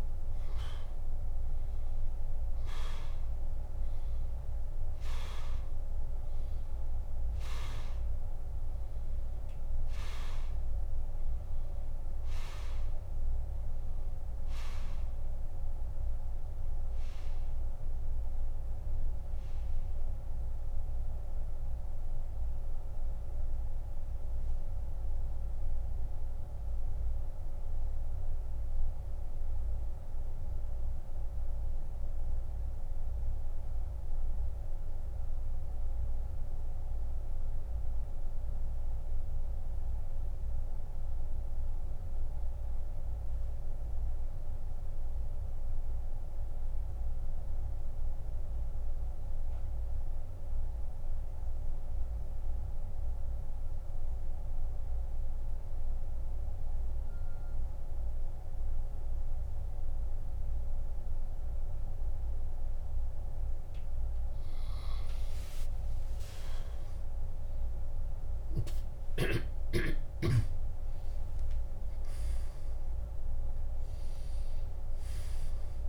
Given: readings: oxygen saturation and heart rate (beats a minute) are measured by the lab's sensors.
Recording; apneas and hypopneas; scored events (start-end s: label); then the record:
breathing in sleep, hard to hear, by a room microphone; 1
22.00-64.00 s: mixed apnea (oxygen 97% before, 86% lowest, heart rate 84 before, 66 extreme, up 50 after)
37.50-53.50 s: oxygen desaturation (device-marked, oxygen 94% before, 87% lowest, heart rate 98 before, 66 extreme)
66.50-72.50 s: arousal
From the record:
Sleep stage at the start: N2 (light sleep); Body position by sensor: on the back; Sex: male